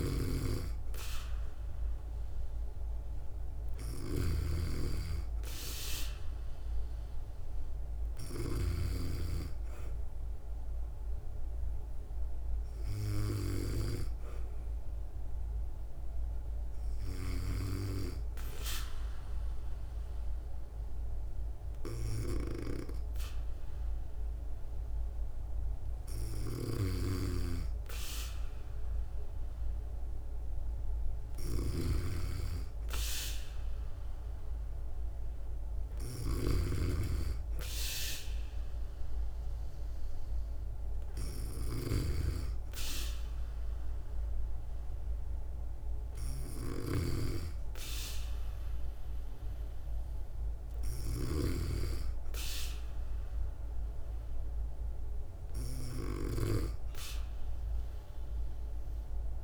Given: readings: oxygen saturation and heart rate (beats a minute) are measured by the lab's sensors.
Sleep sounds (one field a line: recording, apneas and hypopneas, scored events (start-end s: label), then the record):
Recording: breathing in sleep by a room microphone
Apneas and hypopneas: none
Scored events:
0.00-8.50 s: snoring (device-marked)
26.00-59.44 s: snoring (device-marked)
From the record:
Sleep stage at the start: N2 (light sleep)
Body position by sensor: on the back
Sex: female